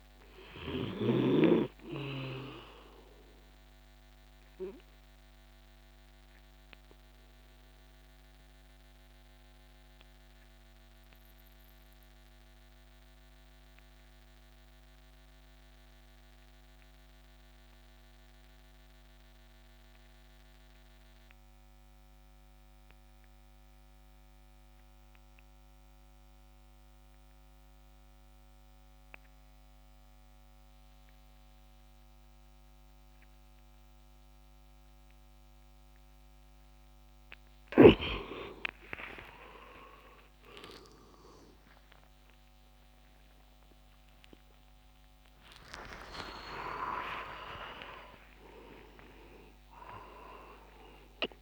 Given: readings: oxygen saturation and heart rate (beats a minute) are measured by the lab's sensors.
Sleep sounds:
breathing in sleep by a microphone on the trachea; 1
0.00-19.50 s: oxygen desaturation (device-marked, oxygen 92% lowest, heart rate 52 extreme)
4.50-37.00 s: central apnea (oxygen 99% before, 88% lowest, heart rate 64 before, 25 extreme)
33.50-51.42 s: oxygen desaturation (device-marked, oxygen 98% before, 93% lowest, heart rate 65 before, 25 extreme)
40.00-47.50 s: arousal
From the record:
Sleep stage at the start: N2 (light sleep); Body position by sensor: on the back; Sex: male

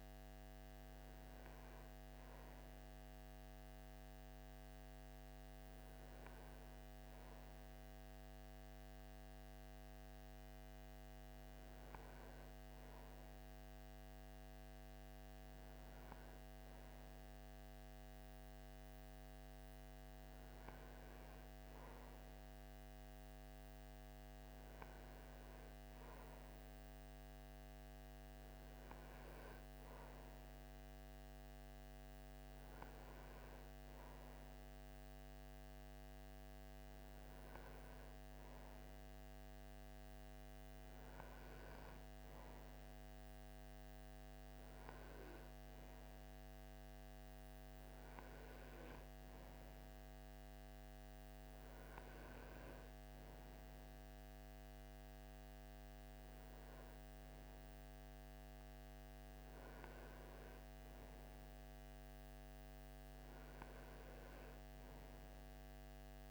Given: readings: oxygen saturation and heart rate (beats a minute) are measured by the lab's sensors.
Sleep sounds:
breathing in sleep, hard to hear, by a microphone on the trachea; none
none scored
From the record:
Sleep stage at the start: N2 (light sleep); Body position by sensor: on the right side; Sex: male

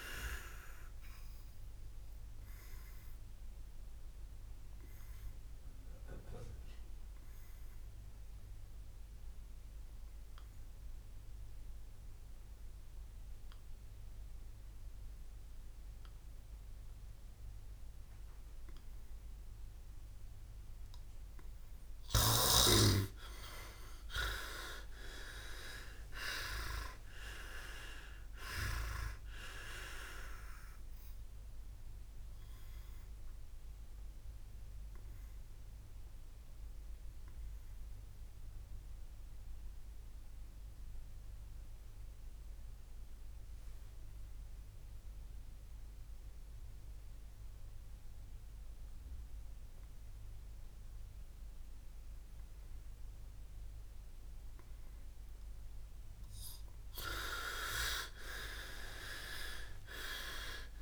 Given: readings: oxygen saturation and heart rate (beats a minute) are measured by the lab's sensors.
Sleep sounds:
breathing in sleep by a room microphone; 2
0.00-3.50 s: oxygen desaturation (device-marked, oxygen 91% lowest, heart rate 56 extreme)
2.50-22.00 s: obstructive apnea (oxygen 97% before, 90% lowest, heart rate 64 before, 57 extreme, up 31 after)
9.50-12.50 s: oxygen desaturation (device-marked, oxygen 99% before, 95% lowest, heart rate 64 before, 58 extreme)
14.50-27.50 s: oxygen desaturation (device-marked, oxygen 99% before, 92% lowest, heart rate 63 before, 58 extreme)
23.50-27.50 s: arousal
32.00-54.50 s: obstructive apnea (oxygen 99% before, 90% lowest, heart rate 69 before, 46 extreme, up 30 after)
46.50-60.50 s: oxygen desaturation (device-marked, oxygen 95% before, 90% lowest, heart rate 70 before, 46 extreme)
57.50-60.82 s: arousal
From the record:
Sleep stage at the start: N2 (light sleep); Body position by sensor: on the back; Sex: male

